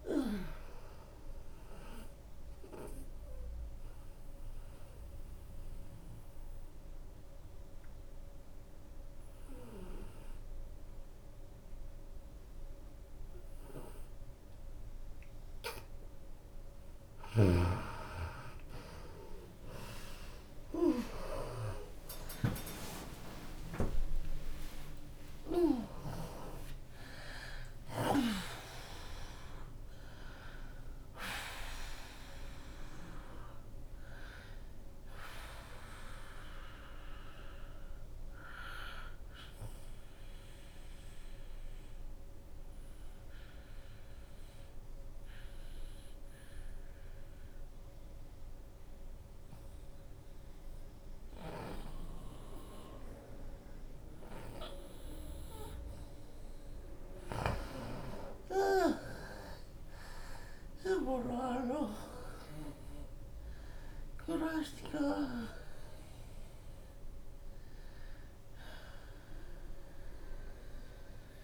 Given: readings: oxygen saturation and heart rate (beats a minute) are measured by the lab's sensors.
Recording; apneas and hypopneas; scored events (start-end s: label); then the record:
breathing in sleep by a room microphone; 2
0.00-5.00 s: drop in pulse transit time (device-marked, heart rate 78 extreme)
0.00-11.00 s: oxygen desaturation (device-marked, oxygen 85% lowest, heart rate 35 extreme)
3.50-5.00 s: leg movement (device-marked)
3.50-16.00 s: obstructive apnea (oxygen 94% before, 83% lowest, heart rate 80 before, 35 extreme, up 8 after)
18.00-20.00 s: long interval between heartbeats (device-marked, heart rate 78 before, 70 extreme)
19.50-24.50 s: arousal
20.00-28.50 s: leg movement (device-marked)
21.00-27.00 s: bradycardia (device-marked, heart rate 75 before, 35 extreme)
21.00-43.00 s: oxygen desaturation (device-marked, oxygen 94% before, 83% lowest, heart rate 76 before, 36 extreme)
21.00-45.00 s: drop in pulse transit time (device-marked, heart rate 76 before, 35 extreme)
21.50-23.50 s: long interval between heartbeats (device-marked, heart rate 76 before, 65 extreme)
25.00-27.00 s: long interval between heartbeats (device-marked, heart rate 70 before, 42 extreme)
27.00-29.00 s: long interval between heartbeats (device-marked, heart rate 67 before, 53 extreme)
30.00-32.00 s: long interval between heartbeats (device-marked, heart rate 64 before, 69 extreme)
33.00-37.00 s: bradycardia (device-marked, heart rate 75 before, 36 extreme)
39.00-55.00 s: obstructive apnea (oxygen 94% before, 85% lowest, heart rate 59 before, 68 extreme, up 31 after)
41.50-43.50 s: long interval between heartbeats (device-marked, heart rate 58 before, 78 extreme)
43.00-46.00 s: leg movement (device-marked)
44.00-46.00 s: long interval between heartbeats (device-marked, heart rate 60 before, 93 extreme)
47.00-48.50 s: leg movement (device-marked)
47.00-49.00 s: long interval between heartbeats (device-marked, heart rate 68 before, 90 extreme)
55.00-71.44 s: oxygen desaturation (device-marked, oxygen 97% before, 88% lowest, heart rate 74 before, 73 extreme)
55.50-57.50 s: long interval between heartbeats (device-marked, heart rate 74 before, 75 extreme)
57.00-61.50 s: arousal
59.00-71.44 s: drop in pulse transit time (device-marked, heart rate 80 before, 83 extreme)
59.50-61.50 s: long interval between heartbeats (device-marked, heart rate 80 before, 93 extreme)
From the record:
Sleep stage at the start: N2 (light sleep); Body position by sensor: on the back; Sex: female